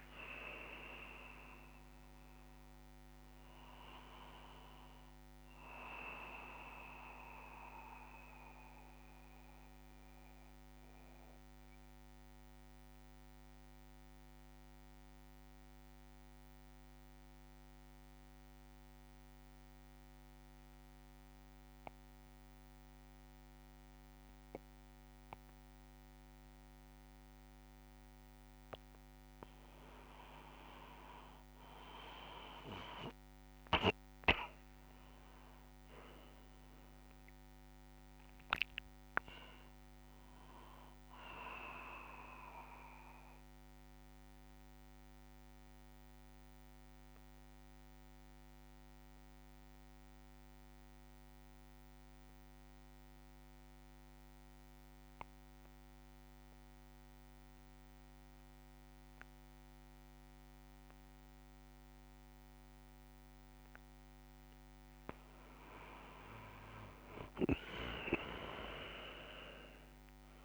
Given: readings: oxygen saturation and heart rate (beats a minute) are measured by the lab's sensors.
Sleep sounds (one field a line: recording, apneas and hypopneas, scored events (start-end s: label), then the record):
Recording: breathing in sleep by a microphone on the trachea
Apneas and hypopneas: 2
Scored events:
1.50-3.50 s: long interval between heartbeats (device-marked)
8.00-27.50 s: central apnea (oxygen 98% before, 88% lowest)
11.50-13.50 s: long interval between heartbeats (device-marked)
15.00-17.00 s: long interval between heartbeats (device-marked)
28.50-49.50 s: oxygen desaturation (device-marked, oxygen 97% before, 90% lowest)
30.00-32.00 s: long interval between heartbeats (device-marked)
30.50-35.00 s: arousal
42.50-44.50 s: long interval between heartbeats (device-marked)
43.00-64.00 s: mixed apnea (oxygen 97% before, 88% lowest)
63.00-65.00 s: long interval between heartbeats (device-marked)
66.00-70.45 s: arousal
66.50-70.45 s: oxygen desaturation (device-marked, oxygen 97% before, 88% lowest)
From the record:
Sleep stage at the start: N2 (light sleep)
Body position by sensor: on the back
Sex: male